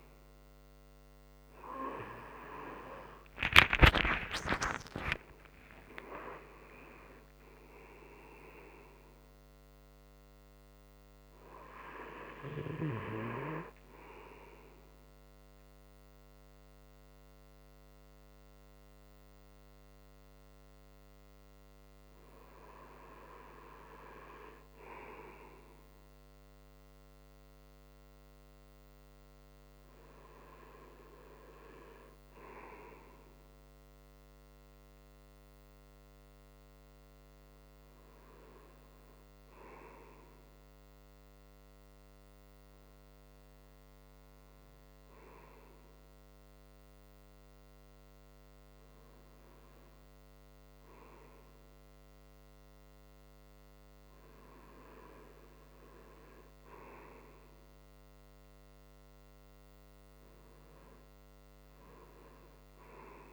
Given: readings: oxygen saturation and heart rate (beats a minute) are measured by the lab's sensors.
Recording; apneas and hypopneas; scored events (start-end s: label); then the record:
breathing in sleep by a microphone on the trachea; none
3.00-14.00 s: oxygen desaturation (device-marked, oxygen 95% before, 92% lowest)
From the record:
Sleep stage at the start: N2 (light sleep); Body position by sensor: on the right side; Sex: male